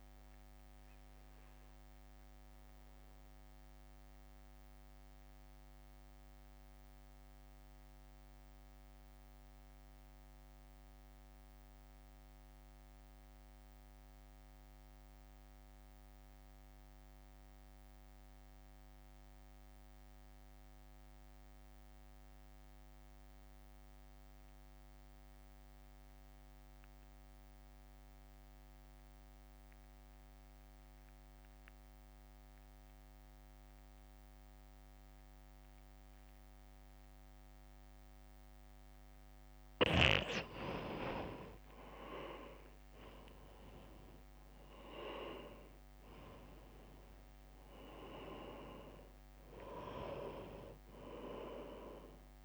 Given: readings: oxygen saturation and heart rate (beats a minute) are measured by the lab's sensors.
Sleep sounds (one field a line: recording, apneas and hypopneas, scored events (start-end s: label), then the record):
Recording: breathing in sleep by a microphone on the trachea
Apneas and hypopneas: 1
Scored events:
0.00-7.50 s: drop in pulse transit time (device-marked, heart rate 55 extreme)
0.00-21.50 s: oxygen desaturation (device-marked, oxygen 88% lowest, heart rate 54 extreme)
3.00-39.00 s: mixed apnea (oxygen 98% before, 85% lowest, heart rate 59 before, 54 extreme, up 3 after)
33.50-52.45 s: oxygen desaturation (device-marked, oxygen 97% before, 85% lowest, heart rate 60 before, 55 extreme)
42.00-46.00 s: arousal
46.50-52.45 s: drop in pulse transit time (device-marked, heart rate 61 before, 55 extreme)
From the record:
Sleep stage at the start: N2 (light sleep)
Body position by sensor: on the right side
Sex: male